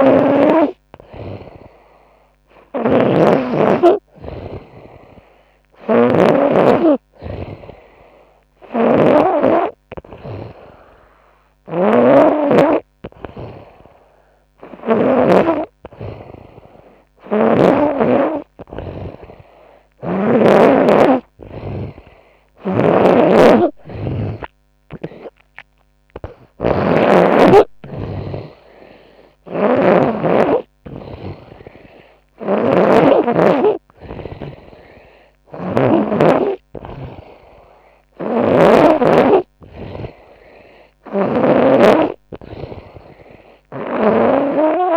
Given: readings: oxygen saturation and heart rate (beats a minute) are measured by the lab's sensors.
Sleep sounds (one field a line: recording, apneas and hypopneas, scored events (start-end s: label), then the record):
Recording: breathing in sleep by a microphone on the trachea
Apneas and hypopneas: none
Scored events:
0.00-14.50 s: snoring (device-marked)
21.50-29.50 s: snoring (device-marked)
31.50-41.00 s: snoring (device-marked)
43.00-44.97 s: snoring (device-marked)
From the record:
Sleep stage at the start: N2 (light sleep)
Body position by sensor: on the front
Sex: female